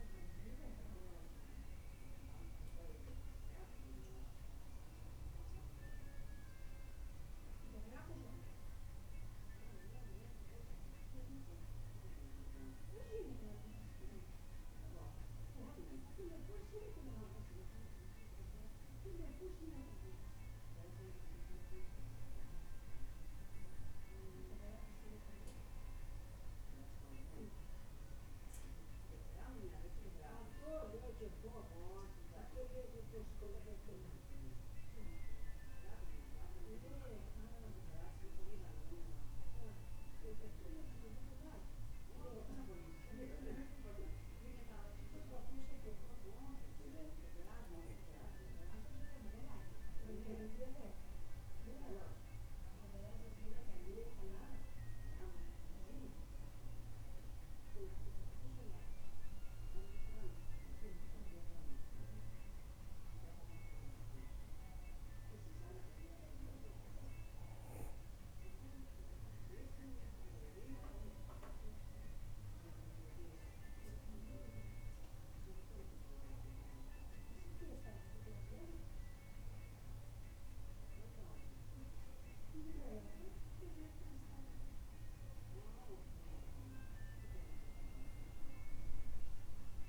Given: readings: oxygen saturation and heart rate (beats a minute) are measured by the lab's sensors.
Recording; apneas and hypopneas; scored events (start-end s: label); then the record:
breathing in sleep by a room microphone; none
52.00-89.89 s: new sleep stage, N2 (light sleep)
From the record:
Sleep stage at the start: N1 (lightest sleep); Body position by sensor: on the back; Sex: male